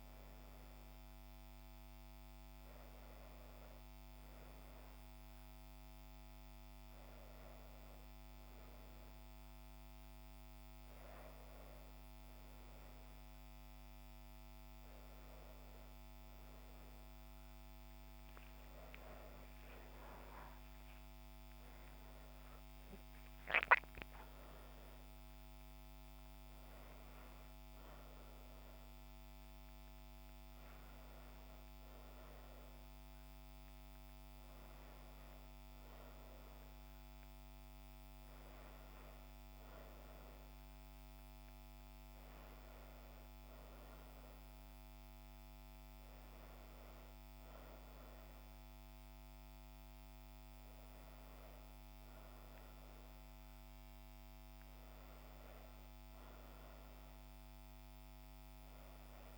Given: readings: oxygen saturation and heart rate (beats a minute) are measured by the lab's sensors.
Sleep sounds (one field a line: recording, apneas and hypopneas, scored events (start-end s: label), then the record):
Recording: breathing in sleep, hard to hear, by a microphone on the trachea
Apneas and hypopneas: none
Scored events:
19.00-23.50 s: arousal
From the record:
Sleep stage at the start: N1 (lightest sleep)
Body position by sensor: on the back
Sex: female